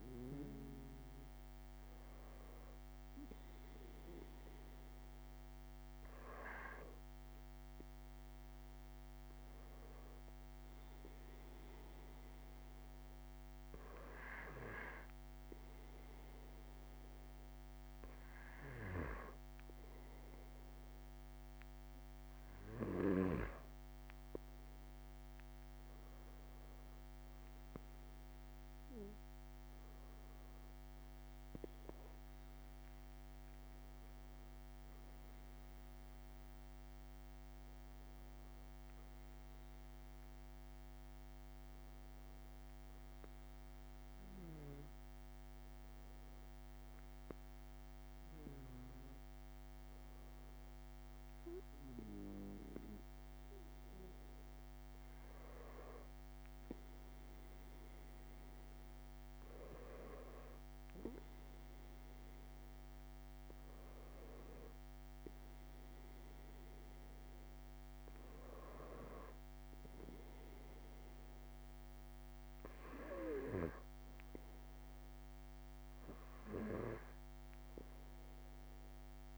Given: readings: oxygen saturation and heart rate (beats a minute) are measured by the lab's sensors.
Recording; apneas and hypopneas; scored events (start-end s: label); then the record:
breathing in sleep by a microphone on the trachea; none
0.50-2.50 s: long interval between heartbeats (device-marked)
12.00-14.00 s: long interval between heartbeats (device-marked)
21.00-23.00 s: long interval between heartbeats (device-marked)
25.00-27.00 s: long interval between heartbeats (device-marked)
50.00-52.00 s: long interval between heartbeats (device-marked)
67.50-69.50 s: long interval between heartbeats (device-marked)
76.00-78.00 s: long interval between heartbeats (device-marked)
From the record:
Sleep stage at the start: N2 (light sleep); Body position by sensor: on the back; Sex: male